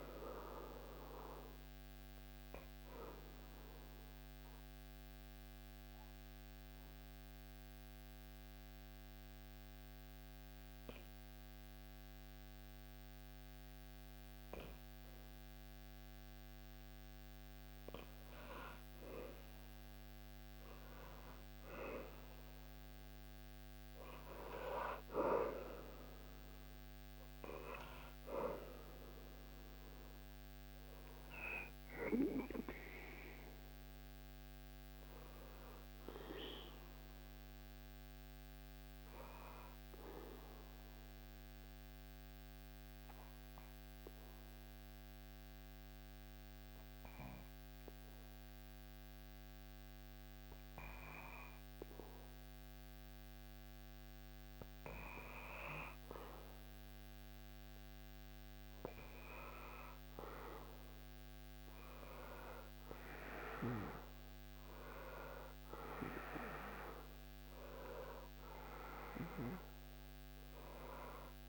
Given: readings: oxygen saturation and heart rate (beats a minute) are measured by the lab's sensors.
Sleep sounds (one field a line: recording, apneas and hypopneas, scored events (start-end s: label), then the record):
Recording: breathing in sleep by a microphone on the trachea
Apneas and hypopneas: 2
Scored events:
0.00-13.50 s: oxygen desaturation (device-marked, oxygen 93% lowest, heart rate 75 extreme)
2.00-16.50 s: obstructive apnea (oxygen 98% before, 93% lowest, heart rate 77 before, 75 extreme, up 4 after)
19.50-23.50 s: arousal
25.50-39.50 s: oxygen desaturation (device-marked, oxygen 98% before, 94% lowest, heart rate 78 before, 75 extreme)
39.50-58.00 s: obstructive apnea (oxygen 98% before, 93% lowest, heart rate 78 before, 74 extreme, up 3 after)
59.50-71.49 s: oxygen desaturation (device-marked, oxygen 98% before, 93% lowest, heart rate 76 before, 72 extreme)
60.00-64.00 s: arousal
From the record:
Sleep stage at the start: N2 (light sleep)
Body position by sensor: on the back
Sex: male